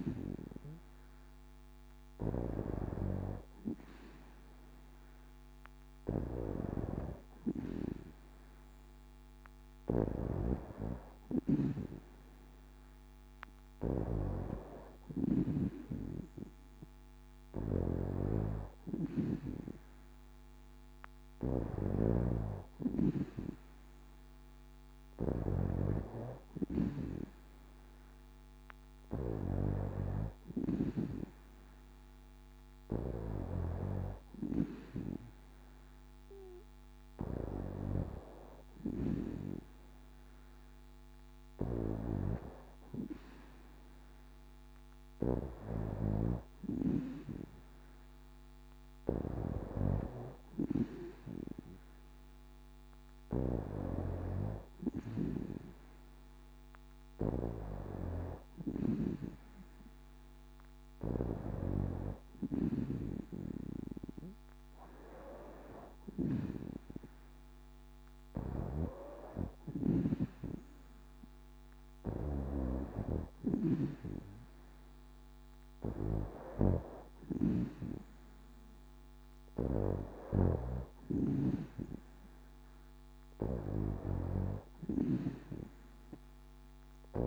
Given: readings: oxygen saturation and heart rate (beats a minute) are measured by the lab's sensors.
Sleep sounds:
breathing in sleep by a microphone on the trachea; none
17.50-22.00 s: snoring (device-marked)
68.00-73.50 s: snoring (device-marked)
From the record:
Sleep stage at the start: N2 (light sleep); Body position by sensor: on the back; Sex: female

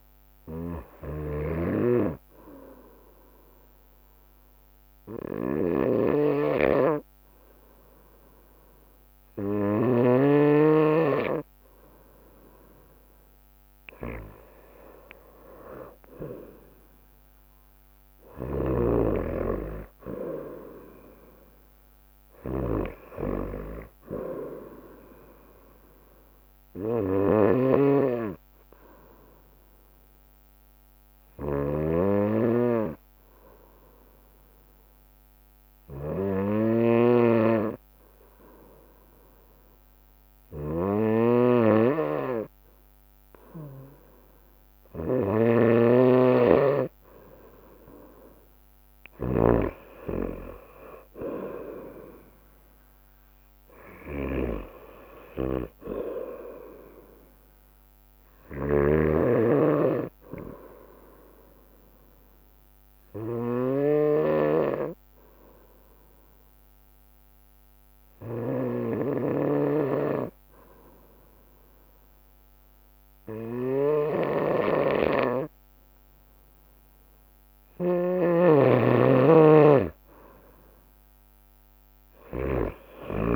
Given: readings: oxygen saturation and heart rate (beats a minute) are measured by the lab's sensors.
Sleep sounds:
breathing in sleep by a microphone on the trachea; 3
0.00-10.00 s: snoring (device-marked)
2.00-14.50 s: obstructive apnea (oxygen 96% before, 92% lowest, heart rate 65 before, 64 extreme, up 1 after)
12.50-26.50 s: drop in pulse transit time (device-marked, heart rate 65 before, 64 extreme)
17.00-21.00 s: arousal
18.50-83.36 s: snoring (device-marked)
29.50-45.00 s: hypopnea (oxygen 95% before, 92% lowest, heart rate 65 before, 61 extreme, up 5 after)
47.00-50.50 s: arousal
48.50-61.50 s: drop in pulse transit time (device-marked, heart rate 64 before, 65 extreme)
63.00-77.50 s: obstructive apnea (oxygen 95% before, 92% lowest, heart rate 66 before, 59 extreme, up 3 after)
79.50-82.00 s: arousal
From the record:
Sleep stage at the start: N2 (light sleep); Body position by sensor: on the right side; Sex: female

